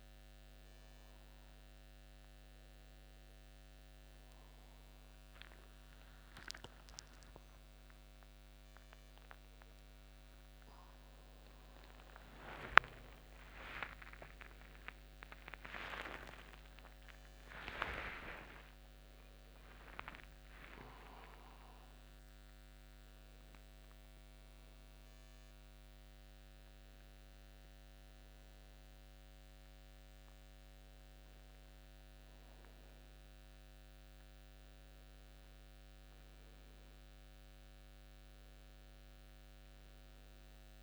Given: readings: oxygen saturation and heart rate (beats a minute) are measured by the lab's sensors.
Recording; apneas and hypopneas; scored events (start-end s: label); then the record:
a person awake in a sleep study, by a microphone on the trachea; none
0.50-40.83 s: new sleep stage, awake
8.50-10.50 s: long interval between heartbeats (device-marked, heart rate 90 before, 105 extreme)
15.50-17.50 s: long interval between heartbeats (device-marked, heart rate 101 before, 133 extreme)
From the record:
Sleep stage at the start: N1 (lightest sleep); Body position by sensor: on the back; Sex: male